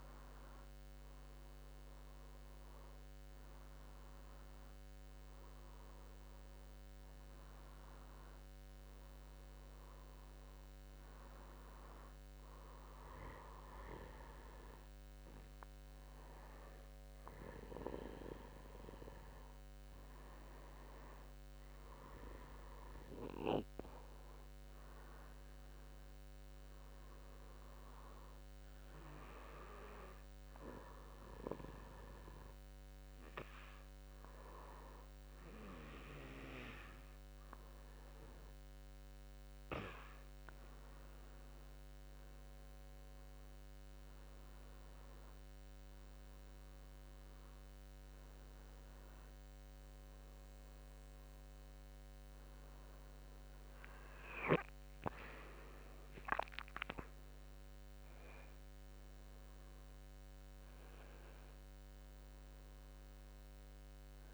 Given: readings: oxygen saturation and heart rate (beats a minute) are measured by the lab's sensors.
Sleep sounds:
breathing in sleep by a microphone on the trachea; 1
25.50-28.00 s: arousal
29.50-40.50 s: hypopnea (oxygen 95% before, 88% lowest, heart rate 67 before, 64 extreme, up 6 after)
42.50-46.00 s: arousal
44.50-64.34 s: oxygen desaturation (device-marked, oxygen 93% before, 88% lowest, heart rate 66 before, 58 extreme)
53.50-64.34 s: drop in pulse transit time (device-marked, heart rate 66 before, 67 extreme)
From the record:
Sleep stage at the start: N2 (light sleep); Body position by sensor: on the back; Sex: male

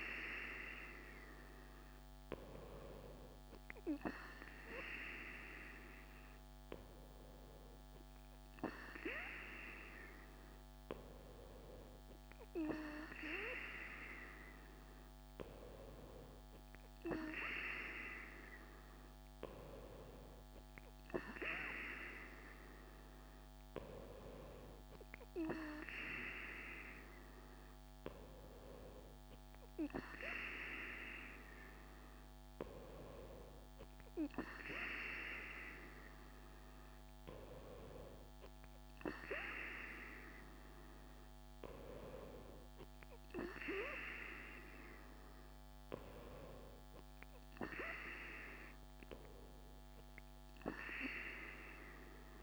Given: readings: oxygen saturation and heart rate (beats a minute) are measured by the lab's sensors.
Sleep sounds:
breathing in sleep by a microphone on the trachea; none
none scored
From the record:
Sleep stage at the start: N2 (light sleep); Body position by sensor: on the right side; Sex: female

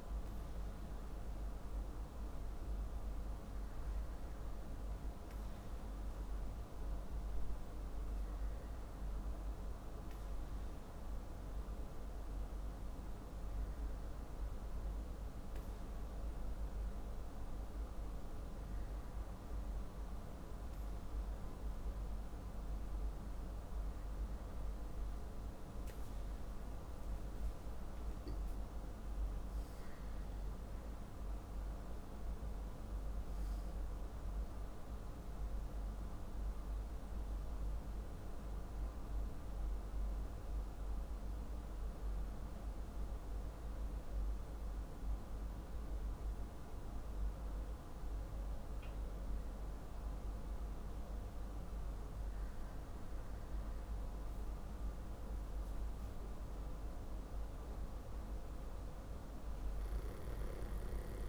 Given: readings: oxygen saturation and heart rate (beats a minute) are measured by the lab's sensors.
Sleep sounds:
breathing in sleep, hard to hear, by a room microphone; 1
29.00-33.50 s: arousal
36.00-52.00 s: hypopnea (oxygen 95% before, 94% lowest, heart rate 50 before, 47 extreme, up 6 after)
55.00-58.00 s: arousal
From the record:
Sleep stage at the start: N2 (light sleep); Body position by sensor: on the back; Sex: male

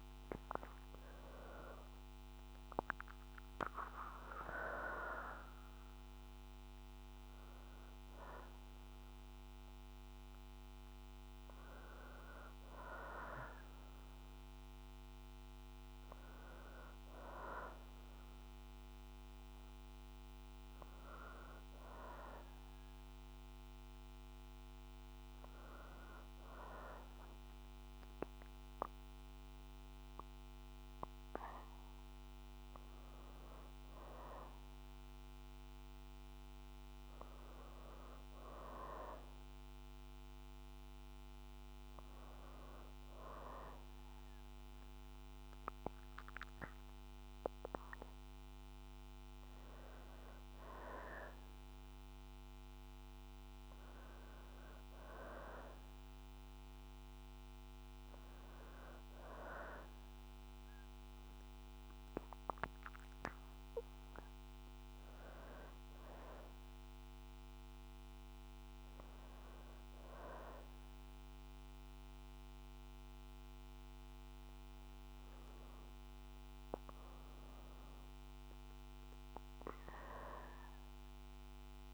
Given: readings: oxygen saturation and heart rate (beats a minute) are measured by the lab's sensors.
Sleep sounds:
breathing in sleep by a microphone on the trachea; 1
0.00-3.50 s: arousal
22.00-32.00 s: hypopnea (oxygen 96% before, 91% lowest, heart rate 63 before, 59 extreme, up 2 after)
34.00-37.50 s: arousal
36.50-81.94 s: new sleep stage, REM sleep
43.50-51.50 s: oxygen desaturation (device-marked, oxygen 95% before, 91% lowest, heart rate 60 before, 61 extreme)
From the record:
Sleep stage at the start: N2 (light sleep); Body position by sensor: on the back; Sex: female

